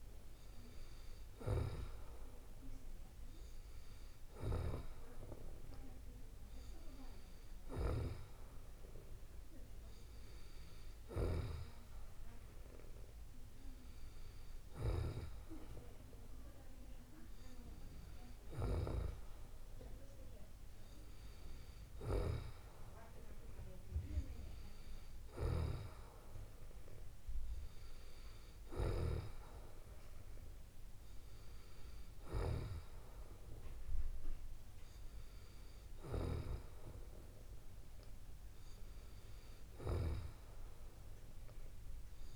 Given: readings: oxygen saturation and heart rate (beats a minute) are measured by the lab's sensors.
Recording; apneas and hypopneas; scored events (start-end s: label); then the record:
breathing in sleep by a room microphone; none
none scored
From the record:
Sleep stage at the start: N2 (light sleep); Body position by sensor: on the back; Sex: female